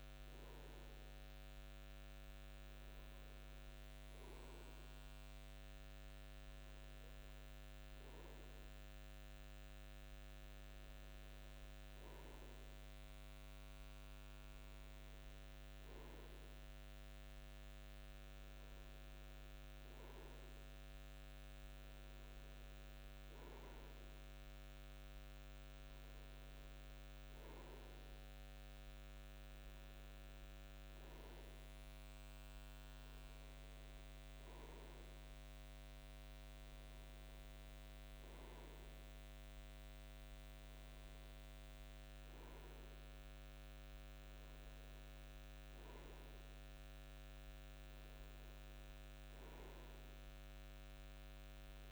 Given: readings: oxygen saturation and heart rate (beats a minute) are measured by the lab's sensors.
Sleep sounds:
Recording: breathing in sleep, hard to hear, by a microphone on the trachea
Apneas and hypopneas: none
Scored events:
none scored
From the record:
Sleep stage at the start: N2 (light sleep)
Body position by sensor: on the front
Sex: male

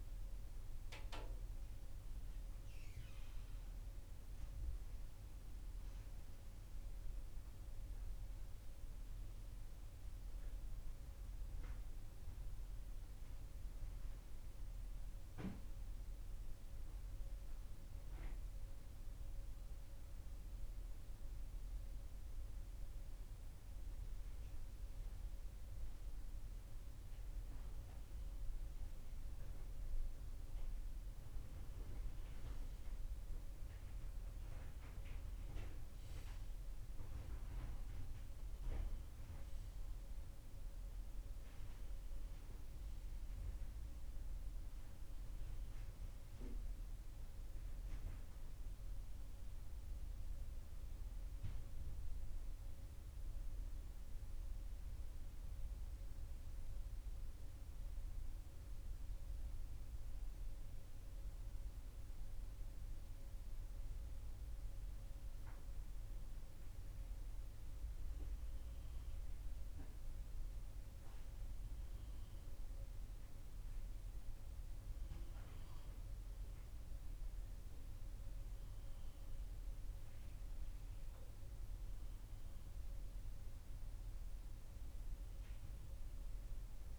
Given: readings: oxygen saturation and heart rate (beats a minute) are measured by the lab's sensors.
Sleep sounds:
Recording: breathing in sleep, hard to hear, by a room microphone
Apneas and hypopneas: 2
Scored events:
3.50-7.00 s: arousal
9.50-24.50 s: hypopnea (oxygen 93% before, 93% lowest, heart rate 64 before, 61 extreme, up 1 after)
26.50-30.00 s: arousal
33.00-86.99 s: new sleep stage, N2 (light sleep)
49.00-63.50 s: hypopnea (oxygen 95% before, 93% lowest, heart rate 63 before, 61 extreme, up 1 after)
65.00-69.50 s: arousal
From the record:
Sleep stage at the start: N1 (lightest sleep)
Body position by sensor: on the left side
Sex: male

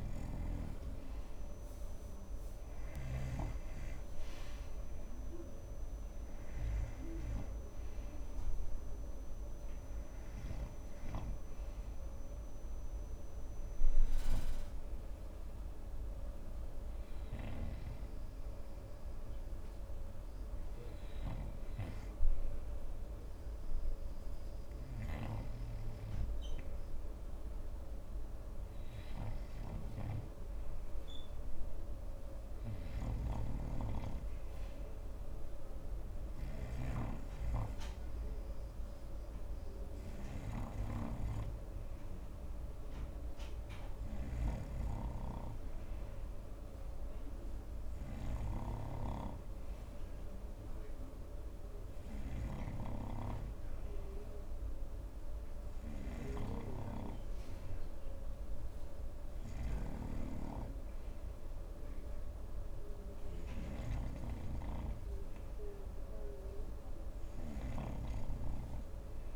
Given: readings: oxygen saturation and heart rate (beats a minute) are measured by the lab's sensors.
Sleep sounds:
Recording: breathing in sleep by a room microphone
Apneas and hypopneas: none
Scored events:
0.00-15.50 s: oxygen desaturation (device-marked, oxygen 93% lowest)
0.50-4.00 s: snoring (device-marked)
33.50-37.50 s: snoring (device-marked)
From the record:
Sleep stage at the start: N2 (light sleep)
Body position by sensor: on the front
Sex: male

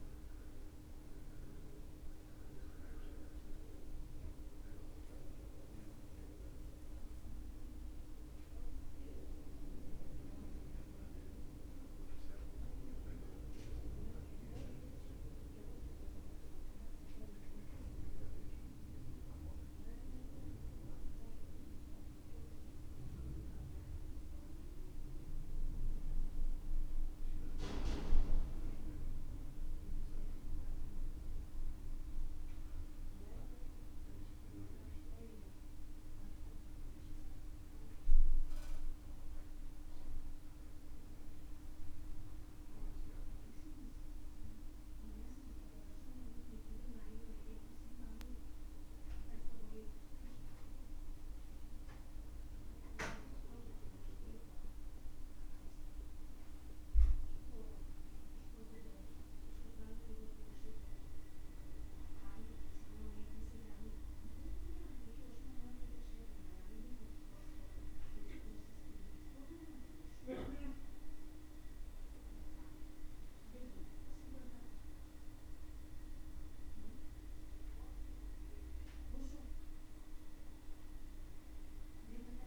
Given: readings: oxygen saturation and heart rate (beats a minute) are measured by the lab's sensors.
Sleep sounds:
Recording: breathing in sleep by a room microphone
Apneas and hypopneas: none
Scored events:
2.50-82.47 s: new sleep stage, N2 (light sleep)
From the record:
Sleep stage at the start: N1 (lightest sleep)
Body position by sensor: on the back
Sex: male

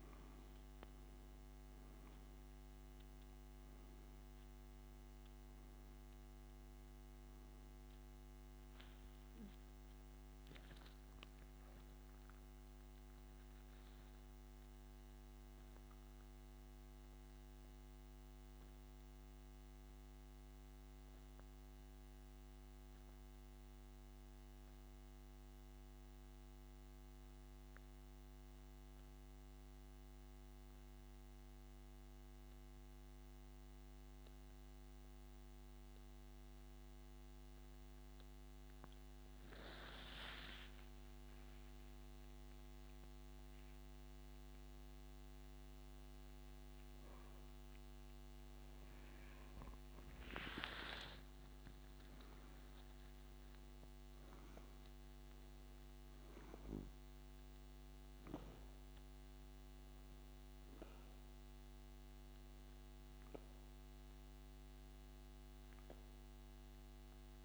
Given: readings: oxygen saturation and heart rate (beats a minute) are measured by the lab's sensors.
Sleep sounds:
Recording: breathing in sleep, hard to hear, by a microphone on the trachea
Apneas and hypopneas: 1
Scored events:
0.00-42.50 s: oxygen desaturation (device-marked, oxygen 86% lowest, heart rate 57 extreme)
12.50-38.50 s: central apnea (oxygen 97% before, 86% lowest, heart rate 73 before, 64 extreme, up 33 after)
45.00-50.00 s: arousal
From the record:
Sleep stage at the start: N2 (light sleep)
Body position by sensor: on the back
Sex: male

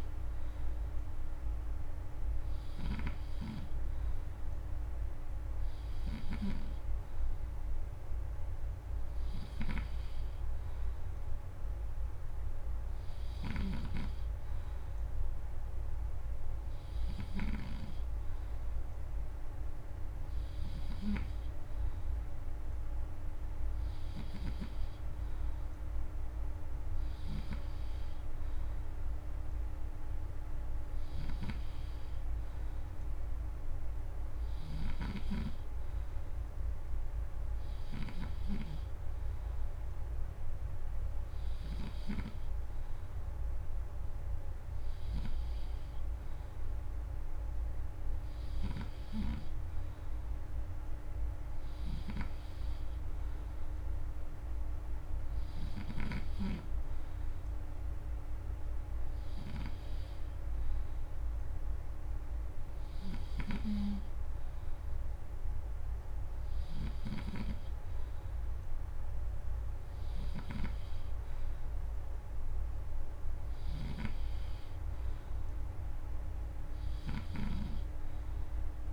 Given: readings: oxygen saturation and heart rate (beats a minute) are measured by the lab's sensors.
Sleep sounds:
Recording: breathing in sleep by a room microphone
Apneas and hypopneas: none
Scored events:
2.50-17.50 s: snoring (device-marked)
34.00-38.00 s: snoring (device-marked)
48.00-59.50 s: snoring (device-marked)
66.50-78.93 s: snoring (device-marked)
From the record:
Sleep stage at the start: N3 (deep sleep)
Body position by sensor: on the back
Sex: male

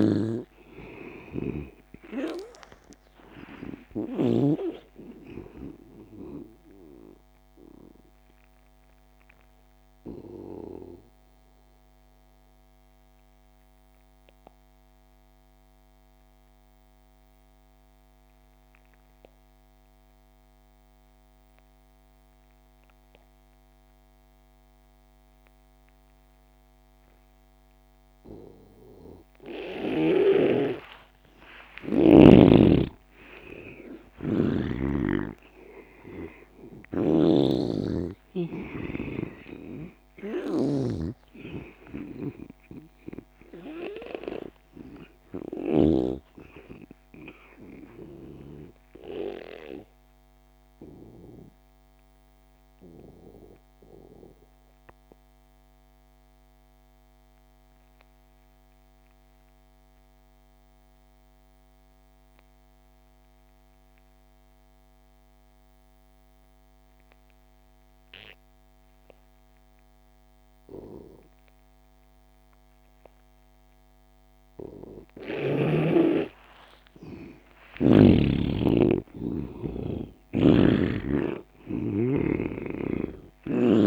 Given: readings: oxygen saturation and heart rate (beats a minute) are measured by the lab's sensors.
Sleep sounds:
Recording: breathing in sleep by a microphone on the trachea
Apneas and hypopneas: 2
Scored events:
0.00-4.50 s: snoring (device-marked)
0.00-17.50 s: oxygen desaturation (device-marked, oxygen 78% lowest)
7.50-30.50 s: obstructive apnea (oxygen 99% before, 78% lowest)
28.50-52.50 s: oxygen desaturation (device-marked, oxygen 99% before, 84% lowest)
31.50-37.00 s: arousal
32.50-46.00 s: snoring (device-marked)
50.50-77.00 s: mixed apnea (oxygen 98% before, 82% lowest)
69.50-83.87 s: oxygen desaturation (device-marked, oxygen 98% before, 82% lowest)
78.50-83.00 s: arousal
80.50-83.87 s: snoring (device-marked)
From the record:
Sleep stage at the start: N2 (light sleep)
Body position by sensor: on the back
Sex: male

